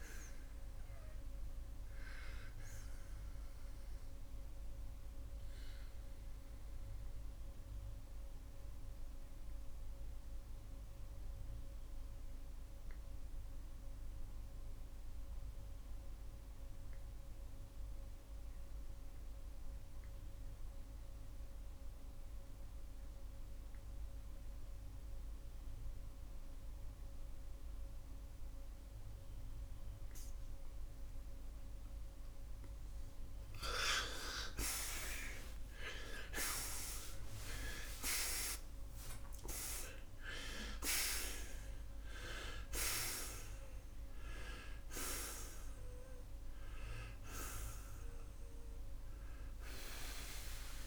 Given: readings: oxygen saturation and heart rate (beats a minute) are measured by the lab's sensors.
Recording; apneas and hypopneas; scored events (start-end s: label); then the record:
breathing in sleep by a room microphone; 1
5.50-32.00 s: obstructive apnea (oxygen 95% before, 86% lowest, heart rate 93 before, 64 extreme, up 35 after)
15.50-24.50 s: oxygen desaturation (device-marked, oxygen 94% before, 86% lowest, heart rate 85 before, 75 extreme)
34.50-38.50 s: arousal
From the record:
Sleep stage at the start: N2 (light sleep); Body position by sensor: on the right side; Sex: male